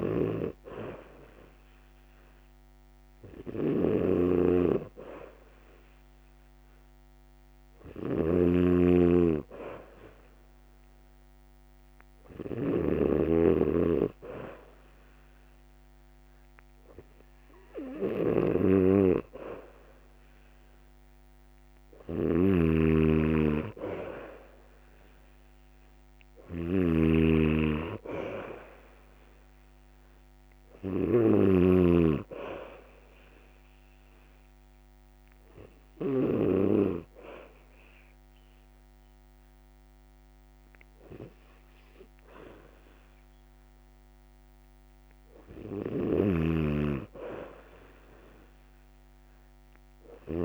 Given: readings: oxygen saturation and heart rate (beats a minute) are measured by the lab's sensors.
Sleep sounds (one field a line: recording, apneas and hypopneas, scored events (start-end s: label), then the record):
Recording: breathing in sleep by a microphone on the trachea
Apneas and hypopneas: 1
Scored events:
0.00-1.00 s: arousal
0.00-36.50 s: snoring (device-marked)
24.00-27.50 s: arousal
33.50-45.50 s: hypopnea (oxygen 96% before, 92% lowest, heart rate 69 before, 65 extreme, up 2 after)
45.50-50.44 s: snoring (device-marked)
48.50-50.44 s: arousal
From the record:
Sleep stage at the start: N2 (light sleep)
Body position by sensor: on the back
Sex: male